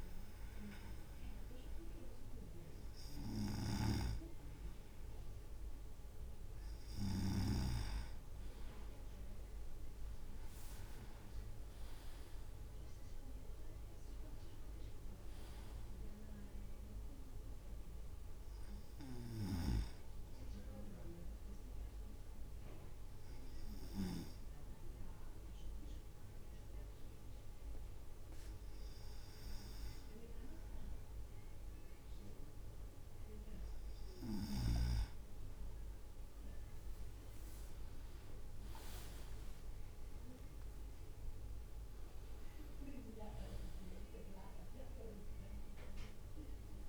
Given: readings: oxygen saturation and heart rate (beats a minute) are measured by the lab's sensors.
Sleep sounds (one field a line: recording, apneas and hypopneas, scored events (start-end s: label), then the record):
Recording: breathing in sleep by a room microphone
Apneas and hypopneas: 1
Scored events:
0.00-8.00 s: snoring (device-marked)
8.50-12.00 s: leg movement (device-marked)
11.50-15.00 s: arousal
12.00-23.00 s: drop in pulse transit time (device-marked, heart rate 56 before, 55 extreme)
19.50-24.50 s: snoring (device-marked)
21.00-31.00 s: obstructive apnea (oxygen 98% before, 96% lowest, heart rate 57 before, 54 extreme, up 4 after)
36.00-40.00 s: leg movement (device-marked)
38.50-43.00 s: arousal
39.00-46.89 s: drop in pulse transit time (device-marked, heart rate 55 before, 55 extreme)
From the record:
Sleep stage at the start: N2 (light sleep)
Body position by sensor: on the right side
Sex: male